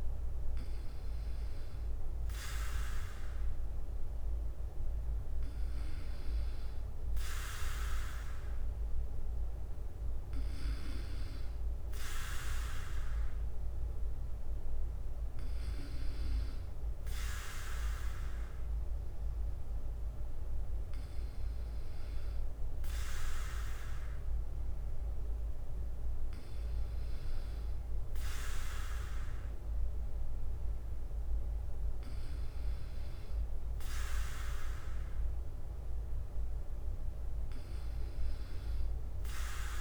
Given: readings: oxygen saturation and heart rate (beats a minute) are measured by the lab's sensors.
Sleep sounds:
breathing in sleep by a room microphone; none
0.00-39.81 s: bradycardia (device-marked, heart rate 55 extreme)
From the record:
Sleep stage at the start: N2 (light sleep); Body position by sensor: on the back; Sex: male

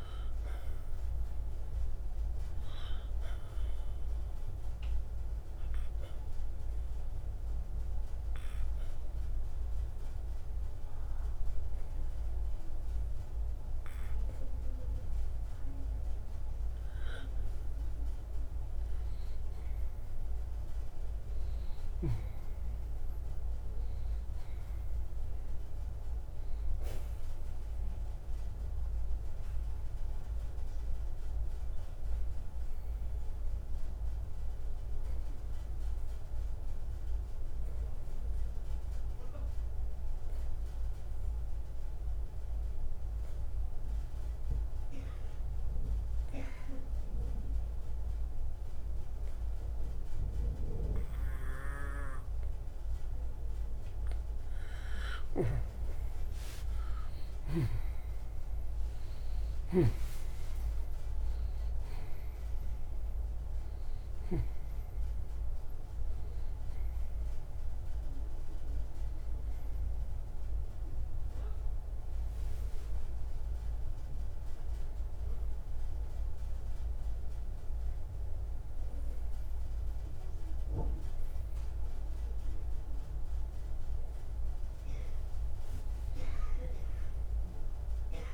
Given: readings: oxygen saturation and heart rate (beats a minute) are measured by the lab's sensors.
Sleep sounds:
breathing in sleep by a room microphone; 2
4.00-17.50 s: obstructive apnea (oxygen 98% before, 91% lowest, heart rate 61 before, 57 extreme, up 6 after)
19.50-25.00 s: arousal
34.50-53.50 s: obstructive apnea (oxygen 96% before, 86% lowest, heart rate 60 before, 58 extreme, up 6 after)
41.50-48.50 s: oxygen desaturation (device-marked, oxygen 96% before, 93% lowest, heart rate 60 before, 60 extreme)
57.50-62.00 s: arousal
62.50-88.34 s: oxygen desaturation (device-marked, oxygen 96% before, 86% lowest, heart rate 61 before, 57 extreme)
From the record:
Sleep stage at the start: N2 (light sleep); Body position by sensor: on the right side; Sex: male

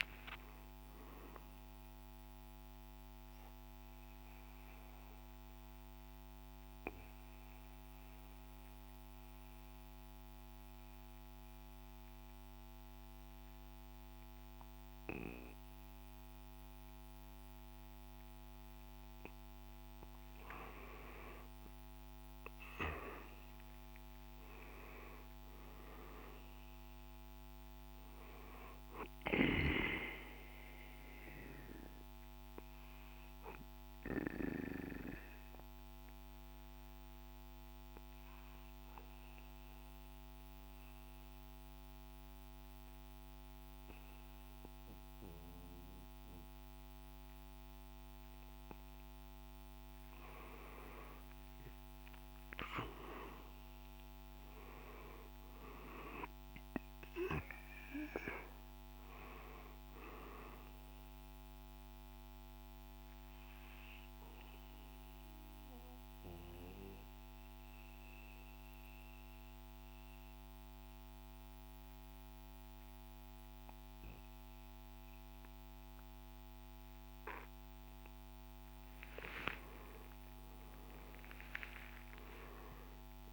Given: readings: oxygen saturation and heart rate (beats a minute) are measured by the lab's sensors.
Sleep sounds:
breathing in sleep by a microphone on the trachea; 3
0.00-13.50 s: oxygen desaturation (device-marked, oxygen 91% lowest, heart rate 53 extreme)
1.50-18.50 s: obstructive apnea (oxygen 97% before, 91% lowest, heart rate 61 before, 53 extreme, up 12 after)
20.50-24.50 s: arousal
26.50-37.50 s: drop in pulse transit time (device-marked, heart rate 57 before, 56 extreme)
26.50-47.50 s: oxygen desaturation (device-marked, oxygen 97% before, 91% lowest, heart rate 57 before, 55 extreme)
29.50-48.00 s: obstructive apnea (oxygen 97% before, 91% lowest, heart rate 58 before, 55 extreme, up 7 after)
49.00-54.00 s: arousal
53.50-66.50 s: drop in pulse transit time (device-marked, heart rate 57 before, 57 extreme)
59.50-78.50 s: oxygen desaturation (device-marked, oxygen 97% before, 91% lowest, heart rate 58 before, 55 extreme)
61.00-78.50 s: obstructive apnea (oxygen 97% before, 91% lowest, heart rate 58 before, 55 extreme, up 21 after)
78.50-83.33 s: arousal
From the record:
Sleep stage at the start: N2 (light sleep); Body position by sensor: on the right side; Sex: male

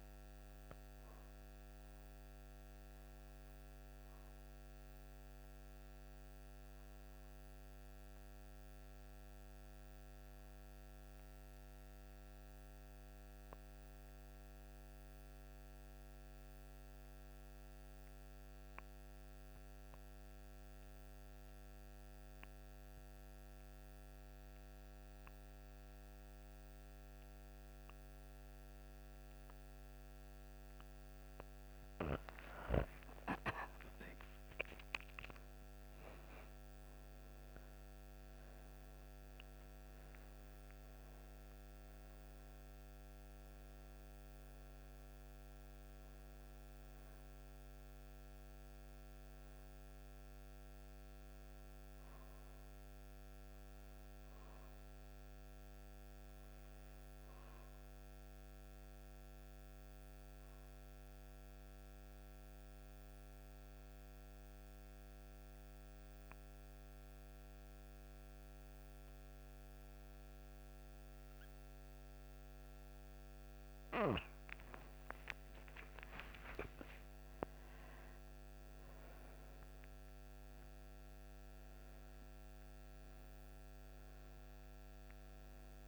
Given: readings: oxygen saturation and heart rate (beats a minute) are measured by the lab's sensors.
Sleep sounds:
breathing in sleep, hard to hear, by a microphone on the trachea; 2
0.00-14.00 s: oxygen desaturation (device-marked, oxygen 85% lowest)
3.00-31.50 s: obstructive apnea (oxygen 99% before, 81% lowest)
28.00-65.00 s: oxygen desaturation (device-marked, oxygen 98% before, 81% lowest)
33.00-36.50 s: arousal
53.50-73.00 s: obstructive apnea (oxygen 97% before, 81% lowest)
75.00-79.50 s: arousal
83.00-85.88 s: oxygen desaturation (device-marked, oxygen 96% before, 88% lowest)
From the record:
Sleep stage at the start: N2 (light sleep); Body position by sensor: on the back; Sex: female

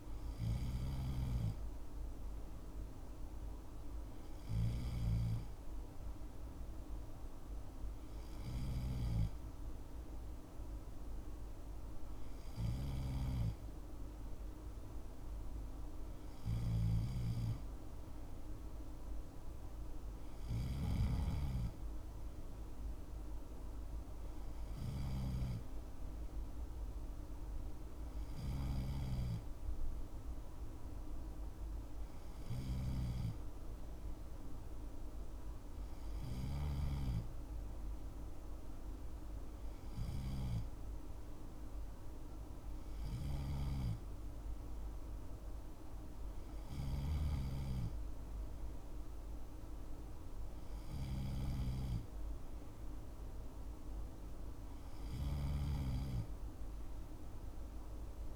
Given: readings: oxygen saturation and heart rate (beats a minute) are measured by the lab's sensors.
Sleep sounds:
breathing in sleep by a room microphone; none
none scored
From the record:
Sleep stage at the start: N2 (light sleep); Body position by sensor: on the left side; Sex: male

